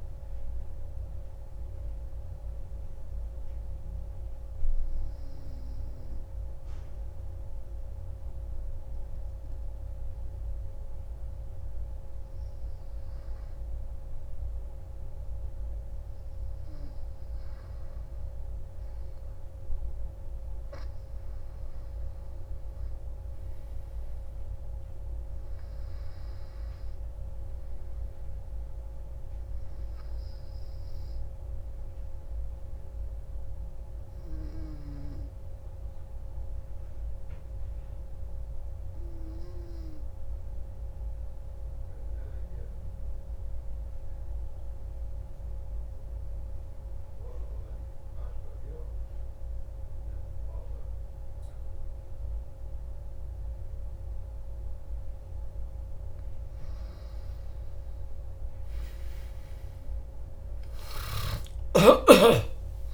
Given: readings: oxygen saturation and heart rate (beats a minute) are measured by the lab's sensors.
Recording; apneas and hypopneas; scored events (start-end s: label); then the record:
breathing in sleep, hard to hear, by a room microphone; 2
1.00-13.00 s: obstructive apnea (oxygen 95% before, 92% lowest, heart rate 46 before, 30 extreme, up 15 after)
3.00-62.93 s: new sleep stage, N2 (light sleep)
16.00-20.50 s: arousal
30.00-56.00 s: obstructive apnea (oxygen 94% before, 91% lowest)
59.50-62.93 s: arousal
60.00-62.93 s: oxygen desaturation (device-marked, oxygen 96% before, 91% lowest)
From the record:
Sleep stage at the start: N1 (lightest sleep); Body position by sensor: on the back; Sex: male